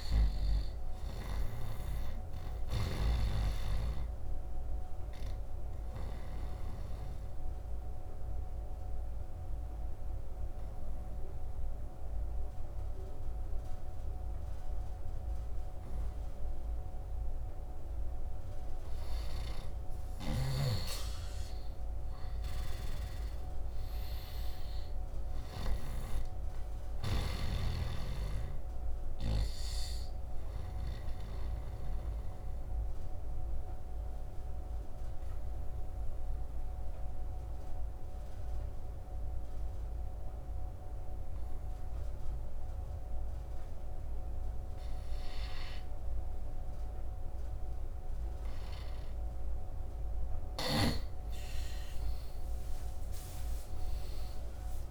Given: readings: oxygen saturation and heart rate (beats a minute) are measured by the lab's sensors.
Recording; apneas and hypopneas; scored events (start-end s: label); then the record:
breathing in sleep by a room microphone; 2
0.00-1.00 s: snoring (device-marked)
0.00-17.00 s: oxygen desaturation (device-marked, oxygen 86% lowest, heart rate 71 extreme)
4.00-18.00 s: obstructive apnea (oxygen 98% before, 83% lowest, heart rate 73 before, 69 extreme, up 5 after)
20.00-24.00 s: arousal
22.50-31.50 s: snoring (device-marked)
23.00-45.00 s: oxygen desaturation (device-marked, oxygen 98% before, 86% lowest, heart rate 76 before, 69 extreme)
30.00-48.00 s: obstructive apnea (oxygen 98% before, 83% lowest, heart rate 77 before, 69 extreme, up 16 after)
50.50-54.91 s: arousal
51.00-54.91 s: oxygen desaturation (device-marked, oxygen 98% before, 83% lowest, heart rate 72 before, 68 extreme)
From the record:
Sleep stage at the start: N2 (light sleep); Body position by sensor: on the right side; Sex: male